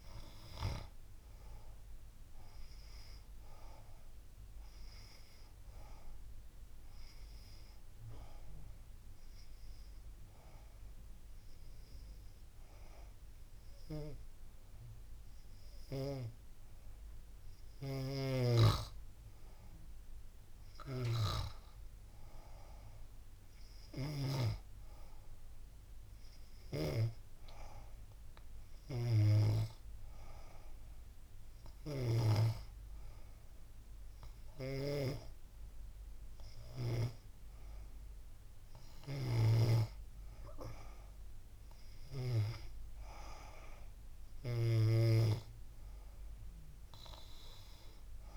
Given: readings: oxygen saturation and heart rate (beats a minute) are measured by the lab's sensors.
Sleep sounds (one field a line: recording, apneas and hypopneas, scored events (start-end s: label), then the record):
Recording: breathing in sleep by a room microphone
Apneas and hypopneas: 1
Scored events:
0.00-2.00 s: arousal
7.00-16.00 s: oxygen desaturation (device-marked, oxygen 96% before, 92% lowest, heart rate 89 before, 88 extreme)
7.50-18.50 s: hypopnea (oxygen 96% before, 92% lowest, heart rate 89 before, 88 extreme, up 2 after)
20.00-23.00 s: arousal
From the record:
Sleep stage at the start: N2 (light sleep)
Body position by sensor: on the back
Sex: female